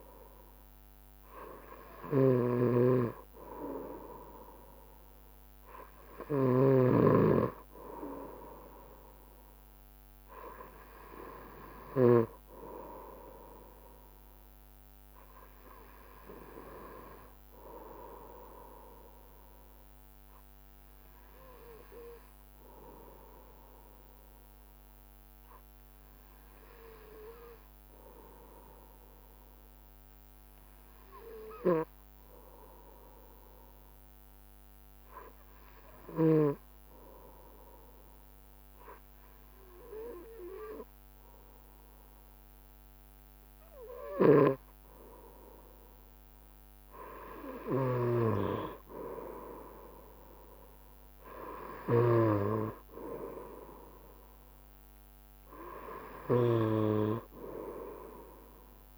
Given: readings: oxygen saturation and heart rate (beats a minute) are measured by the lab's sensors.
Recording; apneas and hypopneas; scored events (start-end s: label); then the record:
breathing in sleep by a microphone on the trachea; 1
0.00-12.50 s: snoring (device-marked)
18.50-21.50 s: arousal
24.00-43.50 s: hypopnea (oxygen 95% before, 93% lowest, heart rate 72 before, 67 extreme, up 7 after)
47.00-52.00 s: arousal
47.50-58.98 s: drop in pulse transit time (device-marked, heart rate 69 before, 71 extreme)
48.00-58.98 s: snoring (device-marked)
From the record:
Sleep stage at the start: N2 (light sleep); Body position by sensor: on the right side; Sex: male